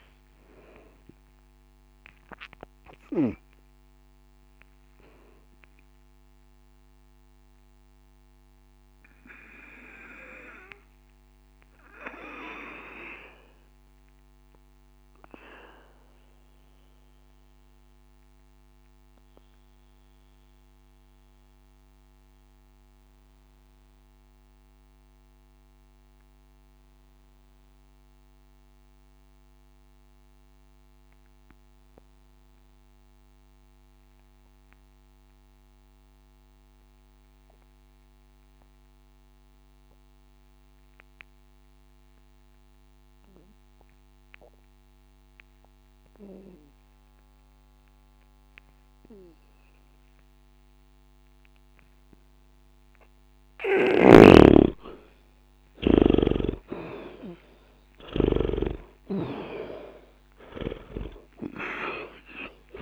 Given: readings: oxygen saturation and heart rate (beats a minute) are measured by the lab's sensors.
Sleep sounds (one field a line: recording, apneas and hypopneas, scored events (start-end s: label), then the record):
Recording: breathing in sleep by a microphone on the trachea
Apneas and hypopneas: 1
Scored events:
0.00-7.50 s: oxygen desaturation (device-marked, oxygen 85% lowest, heart rate 60 extreme)
7.50-52.00 s: obstructive apnea (oxygen 95% before, 73% lowest, heart rate 60 before, 60 extreme, up 10 after)
9.50-29.50 s: oxygen desaturation (device-marked, oxygen 89% before, 73% lowest, heart rate 60 before, 60 extreme)
49.50-62.82 s: oxygen desaturation (device-marked, oxygen 98% before, 74% lowest, heart rate 60 before, 60 extreme)
54.00-58.50 s: snoring (device-marked)
56.50-59.50 s: arousal
From the record:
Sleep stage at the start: N2 (light sleep)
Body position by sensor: on the back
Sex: male